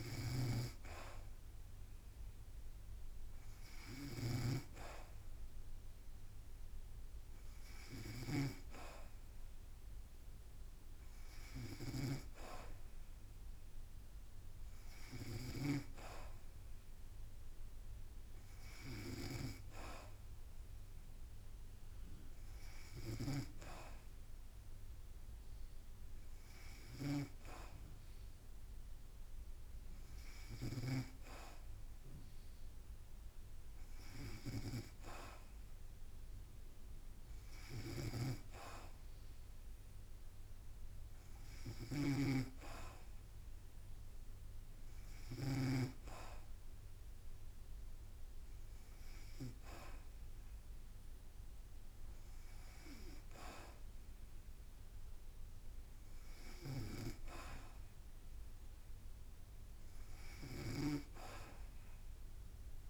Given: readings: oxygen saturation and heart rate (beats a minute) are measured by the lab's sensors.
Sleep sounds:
breathing in sleep by a room microphone; none
0.00-16.00 s: snoring (device-marked)
23.00-31.00 s: snoring (device-marked)
38.00-46.00 s: snoring (device-marked)
60.50-62.90 s: snoring (device-marked)
From the record:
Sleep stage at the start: N2 (light sleep); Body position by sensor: on the back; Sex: female

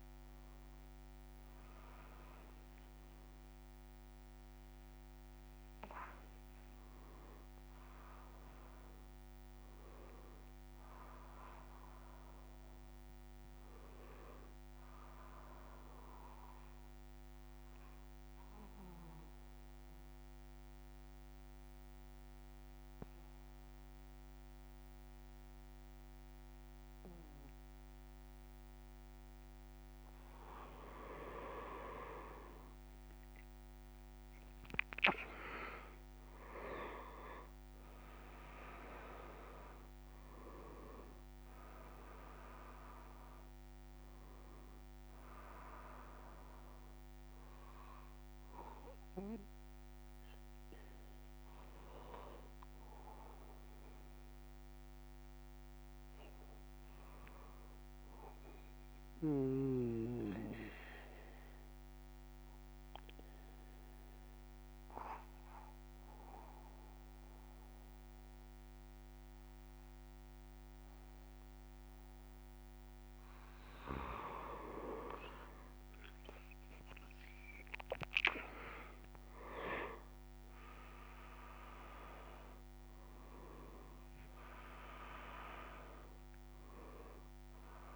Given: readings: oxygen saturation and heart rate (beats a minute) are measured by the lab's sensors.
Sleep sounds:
breathing in sleep by a microphone on the trachea; 2
0.00-14.00 s: oxygen desaturation (device-marked, oxygen 93% lowest)
16.50-30.00 s: obstructive apnea (oxygen 99% before, 93% lowest)
35.00-59.00 s: oxygen desaturation (device-marked, oxygen 98% before, 93% lowest)
59.00-73.50 s: obstructive apnea (oxygen 98% before, 93% lowest)
83.00-87.96 s: oxygen desaturation (device-marked, oxygen 98% before, 93% lowest)
From the record:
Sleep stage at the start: N2 (light sleep); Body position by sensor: on the back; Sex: male

